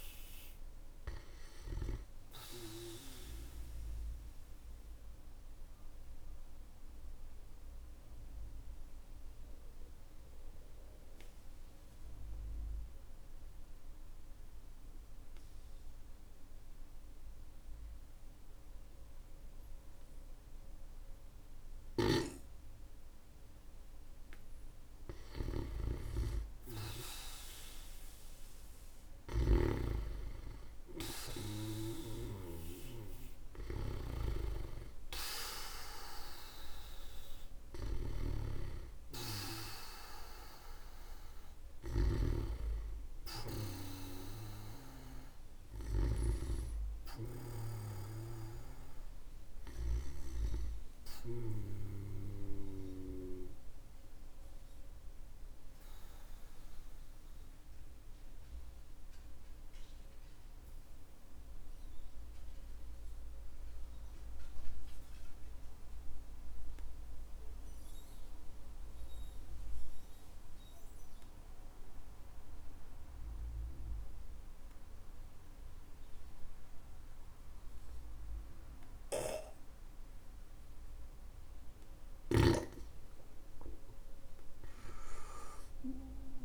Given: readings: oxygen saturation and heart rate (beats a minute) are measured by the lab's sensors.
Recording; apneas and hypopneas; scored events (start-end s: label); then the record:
breathing in sleep by a room microphone; 2
3.50-22.00 s: obstructive apnea (oxygen 98% before, 93% lowest, heart rate 57 before, 45 extreme, up 17 after)
21.50-53.00 s: snoring (device-marked)
24.50-28.50 s: arousal
38.00-59.00 s: oxygen desaturation (device-marked, oxygen 97% before, 93% lowest, heart rate 56 before, 48 extreme)
51.50-81.50 s: obstructive apnea (oxygen 97% before, 91% lowest, heart rate 55 before, 43 extreme, up 17 after)
82.00-86.45 s: snoring (device-marked)
82.50-86.45 s: arousal
From the record:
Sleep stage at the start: N2 (light sleep); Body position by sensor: on the back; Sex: male